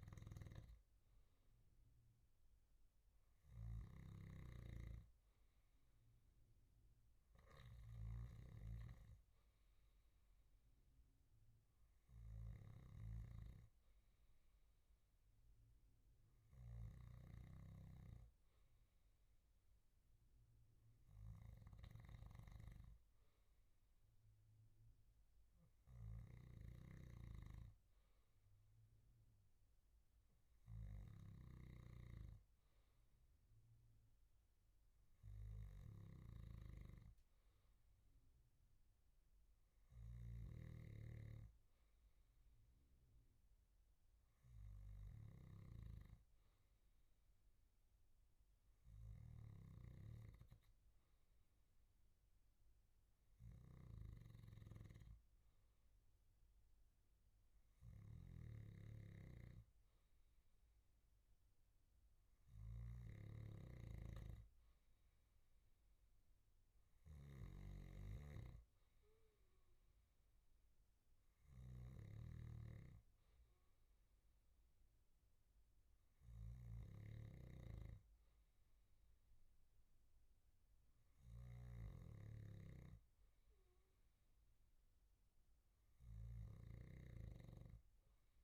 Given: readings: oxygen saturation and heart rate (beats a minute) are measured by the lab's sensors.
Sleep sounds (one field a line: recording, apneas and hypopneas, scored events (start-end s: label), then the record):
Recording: breathing in sleep by a room microphone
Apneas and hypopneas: none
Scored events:
0.00-17.00 s: snoring (device-marked)
26.50-88.44 s: snoring (device-marked)
From the record:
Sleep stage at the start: N2 (light sleep)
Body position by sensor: on the back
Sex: male